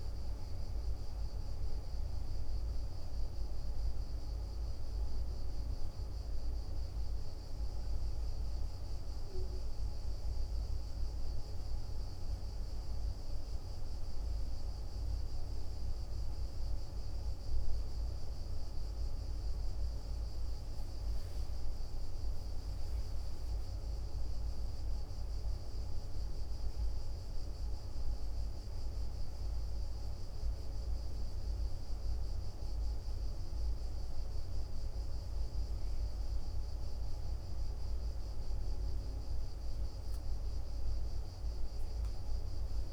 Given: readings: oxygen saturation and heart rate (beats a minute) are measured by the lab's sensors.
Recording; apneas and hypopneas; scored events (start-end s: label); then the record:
breathing in sleep, hard to hear, by a room microphone; none
none scored
From the record:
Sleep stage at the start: N1 (lightest sleep); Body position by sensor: on the back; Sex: male